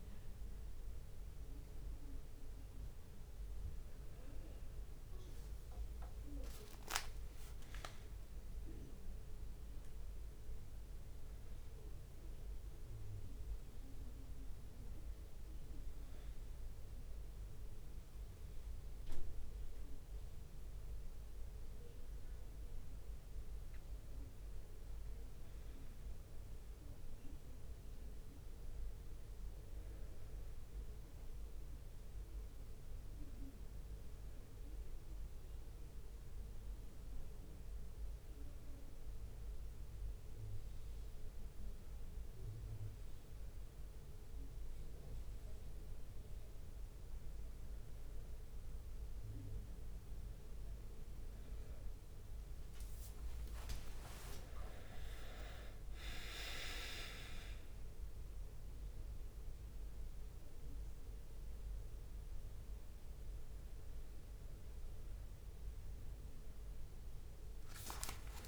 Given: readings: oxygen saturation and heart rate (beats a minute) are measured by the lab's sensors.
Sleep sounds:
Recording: a person awake in a sleep study, by a room microphone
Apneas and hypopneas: none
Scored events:
2.00-3.00 s: leg movement (device-marked)
5.50-14.00 s: leg movement (device-marked)
6.00-8.00 s: long interval between heartbeats (device-marked, heart rate 66 before, 75 extreme)
51.50-60.50 s: leg movement (device-marked)
56.00-68.48 s: drop in pulse transit time (device-marked, heart rate 65 before, 64 extreme)
From the record:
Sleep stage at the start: awake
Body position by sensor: on the back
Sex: male

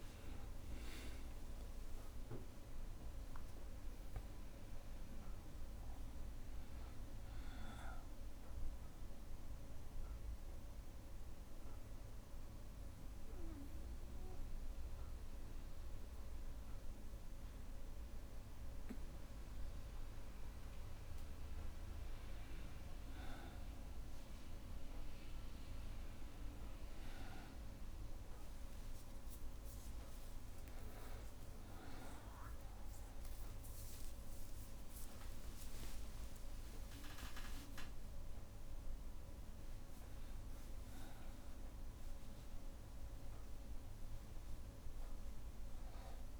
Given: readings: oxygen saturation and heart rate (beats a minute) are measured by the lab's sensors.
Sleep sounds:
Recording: breathing in sleep, hard to hear, by a room microphone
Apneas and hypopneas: 1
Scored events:
0.00-19.50 s: oxygen desaturation (device-marked, oxygen 91% lowest, heart rate 60 extreme)
9.00-20.50 s: obstructive apnea (oxygen 98% before, 91% lowest, heart rate 66 before, 60 extreme, up 3 after)
28.50-30.50 s: long interval between heartbeats (device-marked, heart rate 62 before, 73 extreme)
30.00-35.00 s: arousal
30.50-32.50 s: long interval between heartbeats (device-marked, heart rate 63 before, 82 extreme)
31.50-35.50 s: tachycardia (device-marked, heart rate 64 before, 102 extreme)
32.50-34.50 s: long interval between heartbeats (device-marked, heart rate 65 before, 91 extreme)
35.50-37.50 s: long interval between heartbeats (device-marked, heart rate 70 before, 102 extreme)
From the record:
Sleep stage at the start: N2 (light sleep)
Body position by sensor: on the back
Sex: male

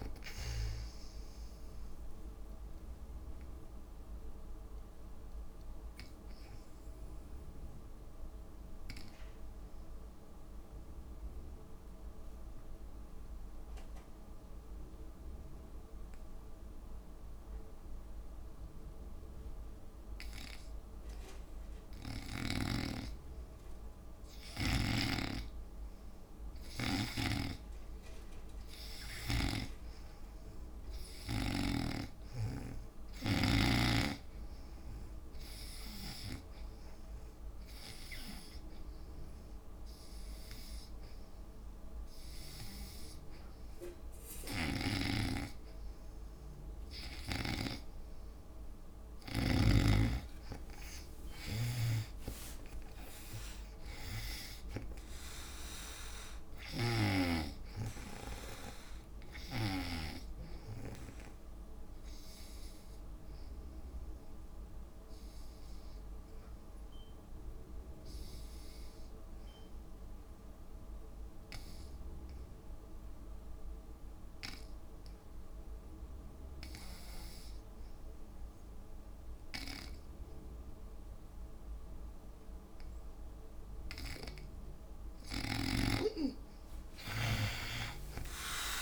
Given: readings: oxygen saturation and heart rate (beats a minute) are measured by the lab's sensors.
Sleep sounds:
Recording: breathing in sleep by a room microphone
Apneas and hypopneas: 3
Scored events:
0.00-2.00 s: arousal
4.00-22.00 s: obstructive apnea (oxygen 96% before, 81% lowest, heart rate 63 before, 60 extreme, up 6 after)
6.50-15.50 s: drop in pulse transit time (device-marked, heart rate 63 before, 60 extreme)
23.50-26.50 s: arousal
24.50-49.50 s: oxygen desaturation (device-marked, oxygen 97% before, 81% lowest, heart rate 61 before, 60 extreme)
27.00-32.00 s: snoring (device-marked)
39.50-49.50 s: hypopnea (oxygen 97% before, 78% lowest, heart rate 66 before, 60 extreme, up 11 after)
52.00-54.00 s: long interval between heartbeats (device-marked, heart rate 68 before, 75 extreme)
53.50-57.50 s: arousal
65.50-84.00 s: obstructive apnea (oxygen 87% before, 78% lowest, heart rate 69 before, 59 extreme, up 8 after)
80.50-88.82 s: oxygen desaturation (device-marked, oxygen 97% before, 78% lowest, heart rate 64 before, 59 extreme)
85.50-88.82 s: snoring (device-marked)
87.00-88.82 s: arousal
From the record:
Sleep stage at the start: N2 (light sleep)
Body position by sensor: on the back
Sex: female

